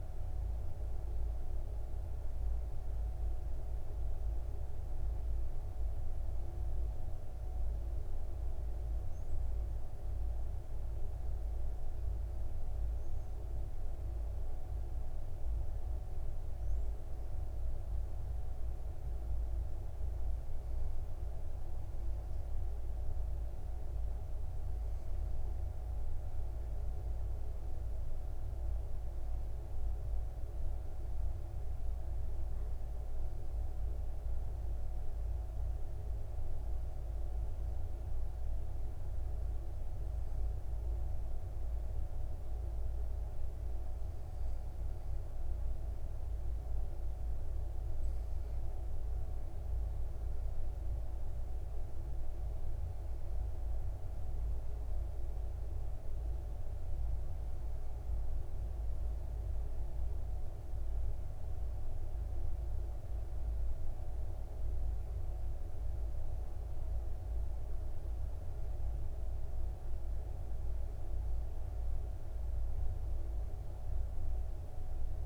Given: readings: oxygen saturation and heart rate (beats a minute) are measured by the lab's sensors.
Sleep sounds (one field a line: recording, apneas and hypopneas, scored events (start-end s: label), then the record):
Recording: breathing in sleep, hard to hear, by a room microphone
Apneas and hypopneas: none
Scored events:
none scored
From the record:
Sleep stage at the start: N2 (light sleep)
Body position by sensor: on the back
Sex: male